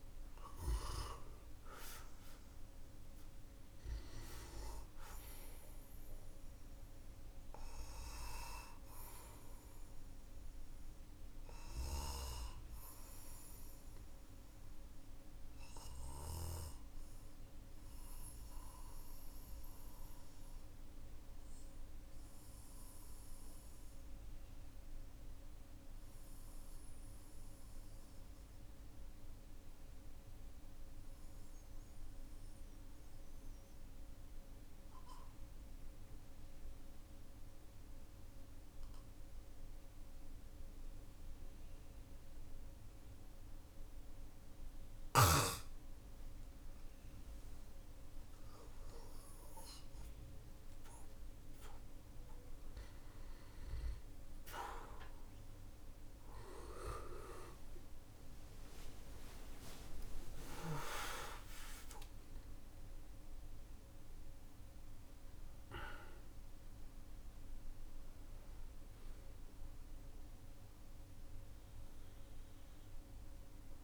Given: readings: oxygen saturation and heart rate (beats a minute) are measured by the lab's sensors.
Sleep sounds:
breathing in sleep by a room microphone; 1
7.50-12.00 s: arousal
11.00-16.00 s: snoring (device-marked)
13.50-50.00 s: obstructive apnea (oxygen 97% before, 94% lowest, heart rate 54 before, 47 extreme, up 11 after)
51.50-56.00 s: arousal
From the record:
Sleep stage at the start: N2 (light sleep); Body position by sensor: on the back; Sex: male

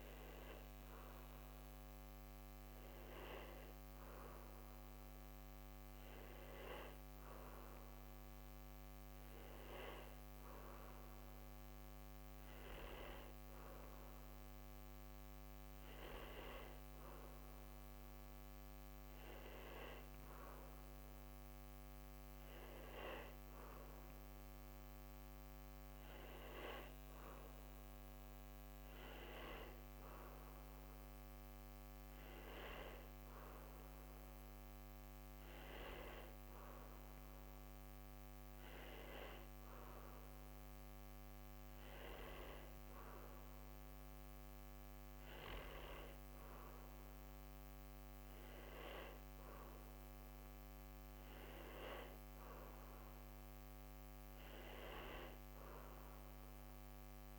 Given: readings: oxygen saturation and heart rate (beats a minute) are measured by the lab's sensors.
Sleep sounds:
breathing in sleep by a microphone on the trachea; none
31.00-57.39 s: new sleep stage, N2 (light sleep)
From the record:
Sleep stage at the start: N1 (lightest sleep); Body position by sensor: on the back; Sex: male

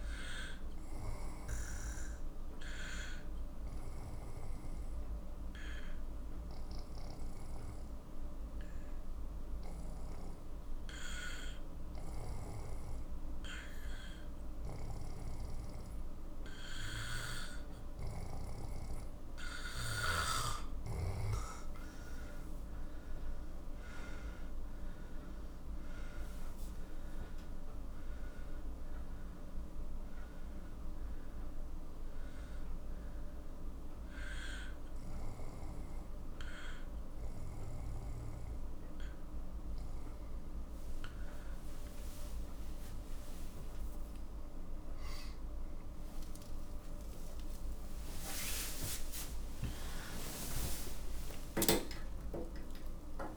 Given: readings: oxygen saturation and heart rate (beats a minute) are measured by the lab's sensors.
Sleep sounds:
breathing in sleep by a room microphone; 2
0.00-9.50 s: oxygen desaturation (device-marked, oxygen 94% lowest, heart rate 46 extreme)
3.50-20.50 s: obstructive apnea (oxygen 97% before, 90% lowest, heart rate 57 before, 48 extreme, up 11 after)
18.50-43.50 s: oxygen desaturation (device-marked, oxygen 95% before, 90% lowest, heart rate 55 before, 48 extreme)
22.50-26.50 s: arousal
29.50-41.00 s: hypopnea (oxygen 95% before, 90% lowest, heart rate 59 before, 48 extreme, up 23 after)
From the record:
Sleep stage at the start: N2 (light sleep); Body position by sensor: on the back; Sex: male

